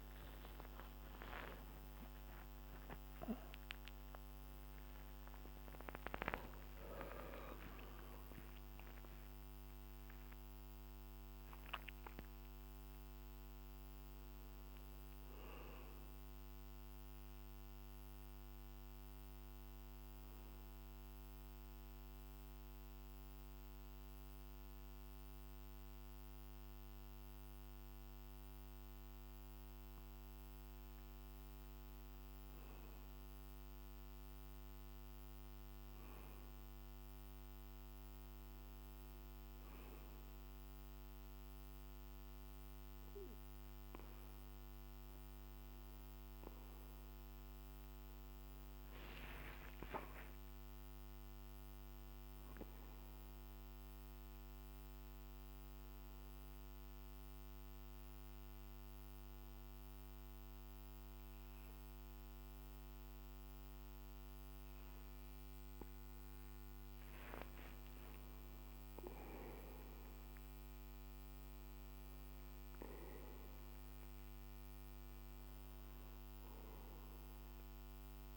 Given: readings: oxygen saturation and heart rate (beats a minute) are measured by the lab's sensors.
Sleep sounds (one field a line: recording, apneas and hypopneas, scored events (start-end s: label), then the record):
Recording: a person partly awake in a sleep study, by a microphone on the trachea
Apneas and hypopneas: 2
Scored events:
16.00-76.00 s: new sleep stage, N1 (lightest sleep)
20.50-32.00 s: central apnea (oxygen 97% before, 95% lowest, heart rate 90 before, 48 extreme, up 4 after)
34.00-38.50 s: arousal
53.50-66.00 s: obstructive apnea (oxygen 98% before, 93% lowest, heart rate 51 before, 48 extreme, up 6 after)
67.50-71.00 s: arousal
76.00-78.37 s: new sleep stage, N2 (light sleep)
From the record:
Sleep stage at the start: awake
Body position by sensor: on the back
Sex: male